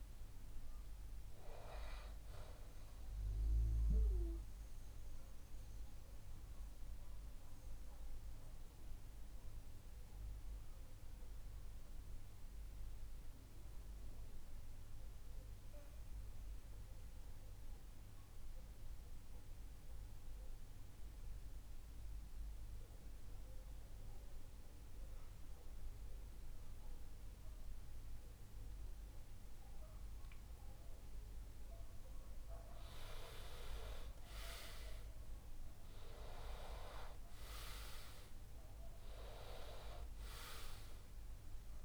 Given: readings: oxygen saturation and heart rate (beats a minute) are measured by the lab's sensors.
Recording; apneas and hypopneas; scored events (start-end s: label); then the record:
breathing in sleep by a room microphone; 1
0.00-15.50 s: oxygen desaturation (device-marked, oxygen 81% lowest, heart rate 57 extreme)
4.00-29.50 s: obstructive apnea (oxygen 96% before, 81% lowest, heart rate 73 before, 57 extreme, up 12 after)
32.00-38.00 s: arousal
39.50-41.85 s: oxygen desaturation (device-marked, oxygen 96% before, 89% lowest, heart rate 63 before, 60 extreme)
From the record:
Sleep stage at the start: REM sleep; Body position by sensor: on the back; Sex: male